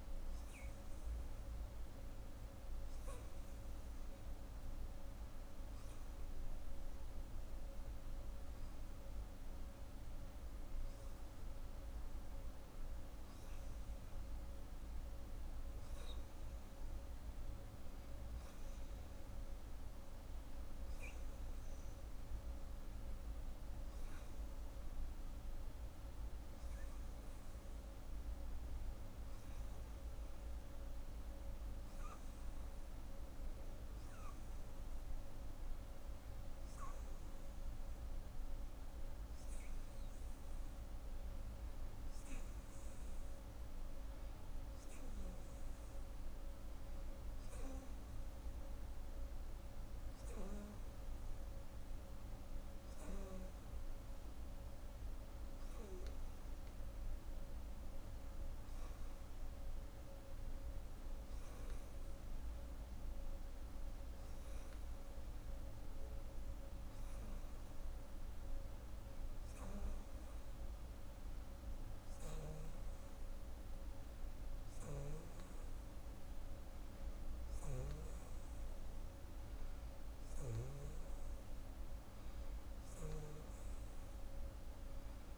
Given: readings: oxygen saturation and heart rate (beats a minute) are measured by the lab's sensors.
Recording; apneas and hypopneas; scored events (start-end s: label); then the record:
breathing in sleep, hard to hear, by a room microphone; none
none scored
From the record:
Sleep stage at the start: N2 (light sleep); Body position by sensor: on the right side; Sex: female